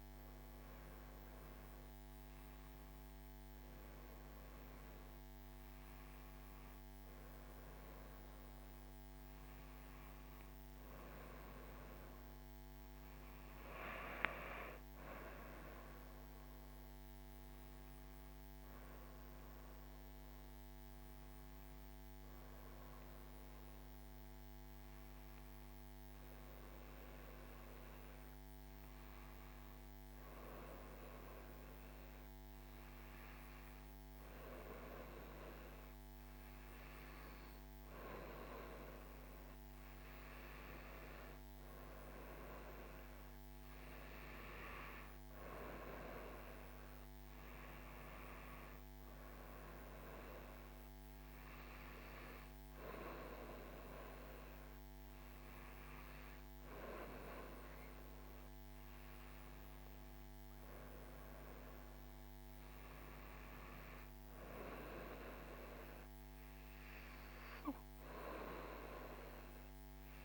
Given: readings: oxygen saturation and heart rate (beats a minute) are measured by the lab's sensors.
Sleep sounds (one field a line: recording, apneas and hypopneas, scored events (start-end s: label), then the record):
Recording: breathing in sleep by a microphone on the trachea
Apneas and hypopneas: 1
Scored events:
17.50-21.50 s: arousal
24.00-38.50 s: hypopnea (oxygen 98% before, 95% lowest, heart rate 76 before, 71 extreme, up 2 after)
44.50-64.50 s: oxygen desaturation (device-marked, oxygen 99% before, 95% lowest, heart rate 73 before, 73 extreme)
From the record:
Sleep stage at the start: REM sleep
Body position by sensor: on the right side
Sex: female